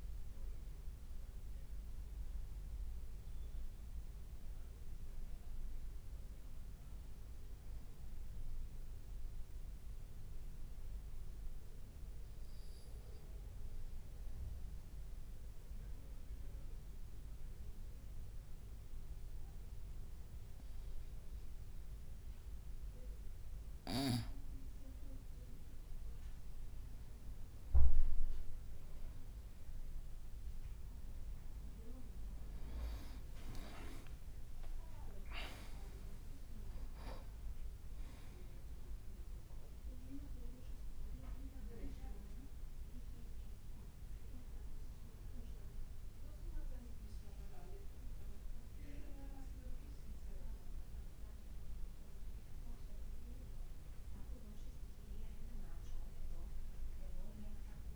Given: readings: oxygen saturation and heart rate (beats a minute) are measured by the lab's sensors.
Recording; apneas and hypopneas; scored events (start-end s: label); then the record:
breathing in sleep by a room microphone; 1
3.00-6.50 s: arousal
9.00-24.50 s: obstructive apnea (oxygen 96% before, 91% lowest, heart rate 54 before, 51 extreme, up 2 after)
26.50-31.00 s: arousal
31.50-37.00 s: leg movement (device-marked)
35.50-57.96 s: new sleep stage, N1 (lightest sleep)
52.00-57.00 s: arousal
53.50-57.96 s: oxygen desaturation (device-marked, oxygen 94% before, 91% lowest, heart rate 57 before, 52 extreme)
From the record:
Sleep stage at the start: N2 (light sleep); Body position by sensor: on the back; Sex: male